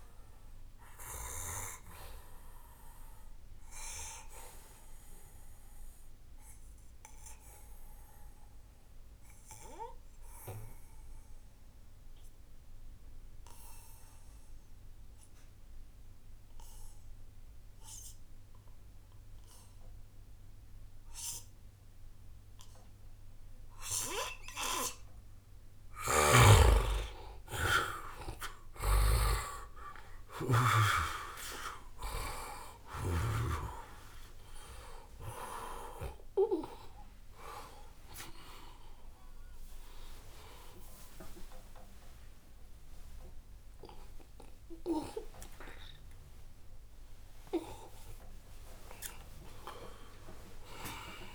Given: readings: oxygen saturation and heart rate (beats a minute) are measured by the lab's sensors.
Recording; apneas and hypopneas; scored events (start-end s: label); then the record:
breathing in sleep by a room microphone; 1
2.50-26.00 s: obstructive apnea (oxygen 94% before, 88% lowest, heart rate 83 before, 71 extreme, up 21 after)
26.00-30.50 s: snoring (device-marked)
26.50-51.35 s: oxygen desaturation (device-marked, oxygen 96% before, 88% lowest, heart rate 76 before, 82 extreme)
27.00-29.00 s: long interval between heartbeats (device-marked, heart rate 76 before, 80 extreme)
27.50-30.50 s: arousal
31.00-33.00 s: long interval between heartbeats (device-marked, heart rate 76 before, 88 extreme)
38.50-40.50 s: long interval between heartbeats (device-marked, heart rate 81 before, 99 extreme)
41.00-43.00 s: long interval between heartbeats (device-marked, heart rate 83 before, 120 extreme)
46.00-48.00 s: long interval between heartbeats (device-marked, heart rate 101 before, 176 extreme)
49.50-51.35 s: arousal
From the record:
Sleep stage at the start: N2 (light sleep); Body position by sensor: on the back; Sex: male